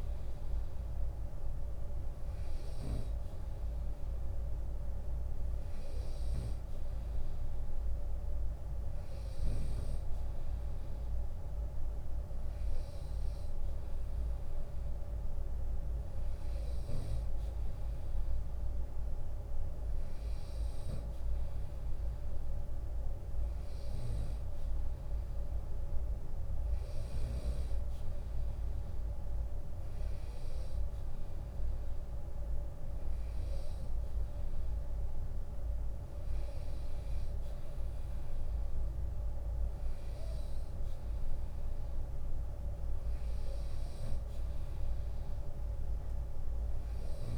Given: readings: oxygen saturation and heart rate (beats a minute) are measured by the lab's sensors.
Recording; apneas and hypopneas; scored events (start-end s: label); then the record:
breathing in sleep, hard to hear, by a room microphone; none
26.50-37.50 s: drop in pulse transit time (device-marked, heart rate 75 before, 73 extreme)
From the record:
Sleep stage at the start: N2 (light sleep); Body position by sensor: on the right side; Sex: male